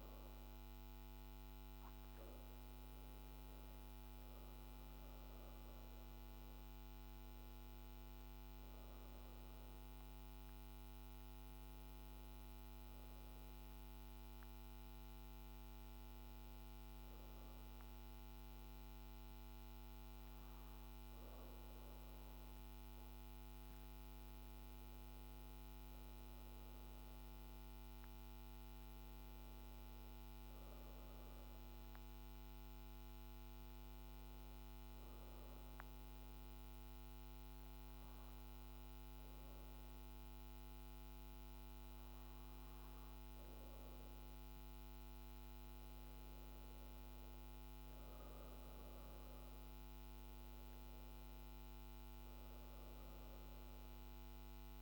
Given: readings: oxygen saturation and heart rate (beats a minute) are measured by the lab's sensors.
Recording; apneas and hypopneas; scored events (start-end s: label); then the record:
breathing in sleep, hard to hear, by a microphone on the trachea; 2
0.00-3.50 s: oxygen desaturation (device-marked, oxygen 89% lowest, heart rate 53 extreme)
12.50-23.50 s: hypopnea (oxygen 95% before, 89% lowest, heart rate 55 before, 54 extreme, up 1 after)
26.00-30.50 s: arousal
34.50-44.50 s: oxygen desaturation (device-marked, oxygen 96% before, 91% lowest, heart rate 54 before, 54 extreme)
35.00-46.50 s: obstructive apnea (oxygen 96% before, 89% lowest, heart rate 54 before, 54 extreme, up 4 after)
51.00-54.82 s: arousal
51.50-54.82 s: oxygen desaturation (device-marked, oxygen 95% before, 89% lowest, heart rate 55 before, 52 extreme)
From the record:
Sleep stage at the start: N2 (light sleep); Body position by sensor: on the back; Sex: female